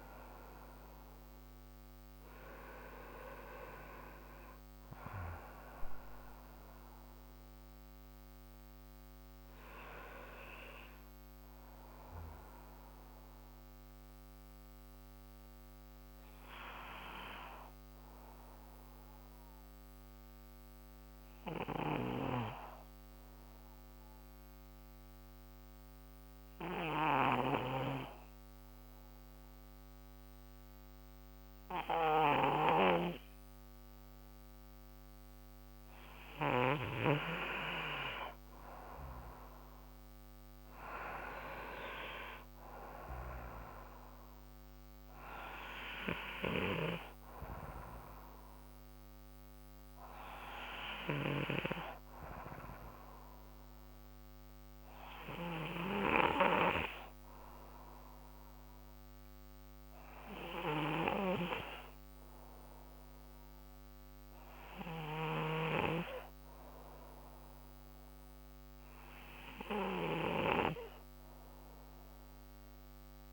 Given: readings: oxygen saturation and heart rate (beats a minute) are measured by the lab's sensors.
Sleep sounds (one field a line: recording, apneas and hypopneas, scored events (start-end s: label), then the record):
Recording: breathing in sleep by a microphone on the trachea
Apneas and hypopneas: 1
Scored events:
19.50-35.00 s: hypopnea (oxygen 96% before, 92% lowest, heart rate 86 before, 60 extreme, up 7 after)
38.50-42.50 s: arousal
40.00-58.00 s: oxygen desaturation (device-marked, oxygen 97% before, 92% lowest, heart rate 63 before, 62 extreme)
From the record:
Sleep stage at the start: N2 (light sleep)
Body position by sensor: on the right side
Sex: male